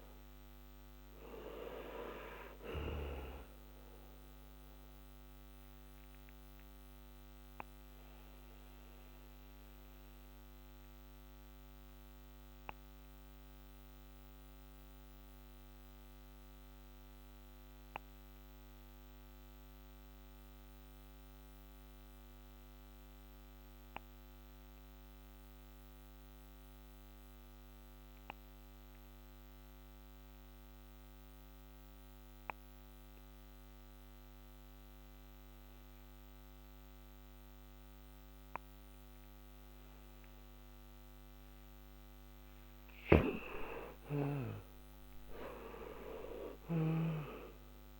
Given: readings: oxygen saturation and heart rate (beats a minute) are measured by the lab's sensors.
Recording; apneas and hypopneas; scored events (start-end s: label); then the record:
breathing in sleep by a microphone on the trachea; 1
0.00-1.00 s: arousal
7.00-39.00 s: obstructive apnea (oxygen 95% before, 88% lowest, heart rate 67 before, 55 extreme, up 40 after)
12.50-26.50 s: oxygen desaturation (device-marked, oxygen 96% before, 91% lowest, heart rate 68 before, 55 extreme)
42.50-47.00 s: snoring (device-marked)
44.00-48.00 s: arousal
From the record:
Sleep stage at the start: N2 (light sleep); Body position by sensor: on the back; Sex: male